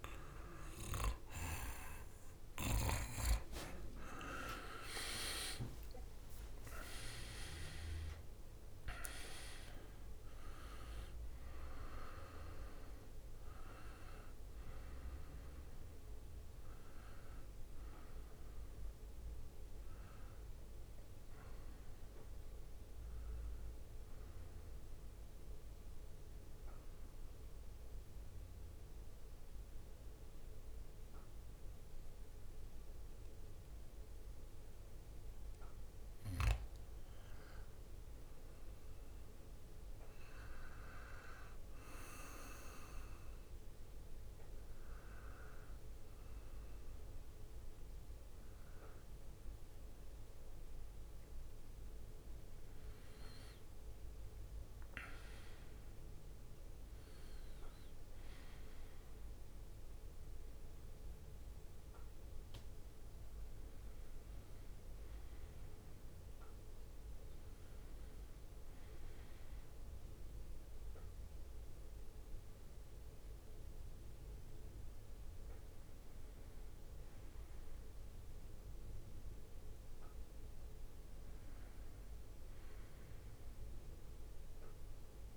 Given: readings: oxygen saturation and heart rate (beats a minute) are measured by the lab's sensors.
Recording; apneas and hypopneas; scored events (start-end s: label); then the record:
breathing in sleep by a room microphone; 1
2.50-9.50 s: arousal
4.00-9.00 s: leg movement (device-marked)
7.00-30.00 s: oxygen desaturation (device-marked, oxygen 96% before, 89% lowest, heart rate 60 before, 63 extreme)
8.00-21.00 s: drop in pulse transit time (device-marked, heart rate 60 before, 70 extreme)
26.50-37.00 s: central apnea (oxygen 96% before, 89% lowest, heart rate 72 before, 63 extreme, up 5 after)
52.00-57.00 s: arousal
60.00-85.37 s: new sleep stage, N2 (light sleep)
From the record:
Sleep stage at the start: N1 (lightest sleep); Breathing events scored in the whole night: 285 in 4.2 hours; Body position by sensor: on the back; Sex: male